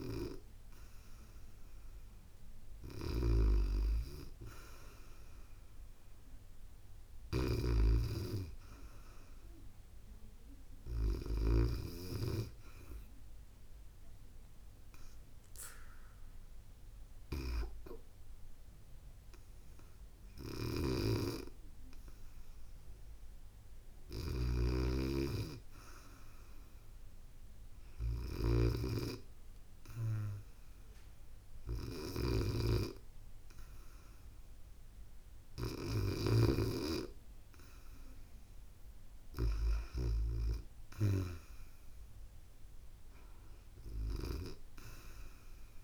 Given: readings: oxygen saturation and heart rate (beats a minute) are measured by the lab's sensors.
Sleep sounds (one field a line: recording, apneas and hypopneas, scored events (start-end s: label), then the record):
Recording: breathing in sleep by a room microphone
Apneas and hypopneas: 1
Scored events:
2.50-11.50 s: snoring (device-marked)
4.00-7.50 s: arousal
11.00-22.00 s: hypopnea (oxygen 97% before, 94% lowest, heart rate 74 before, 76 extreme, up 0 after)
20.00-40.00 s: snoring (device-marked)
23.50-27.00 s: arousal
From the record:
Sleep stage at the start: REM sleep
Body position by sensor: on the back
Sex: female